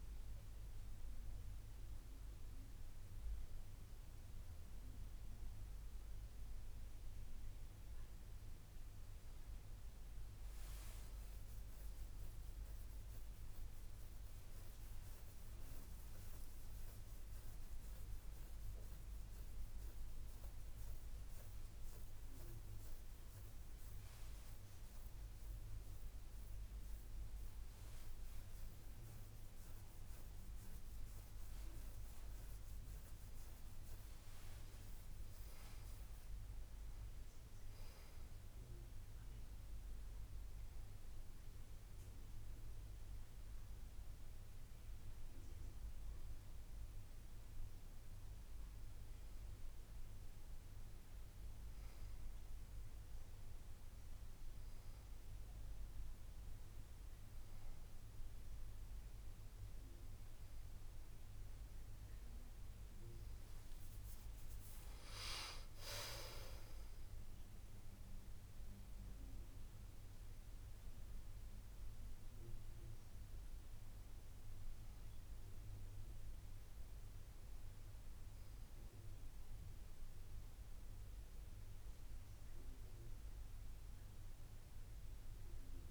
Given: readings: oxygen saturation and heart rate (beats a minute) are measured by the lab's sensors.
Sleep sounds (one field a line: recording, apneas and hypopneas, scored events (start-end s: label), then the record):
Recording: breathing in sleep, hard to hear, by a room microphone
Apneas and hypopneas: none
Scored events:
70.50-85.91 s: new sleep stage, awake
From the record:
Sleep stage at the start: N2 (light sleep)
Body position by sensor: on the back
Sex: female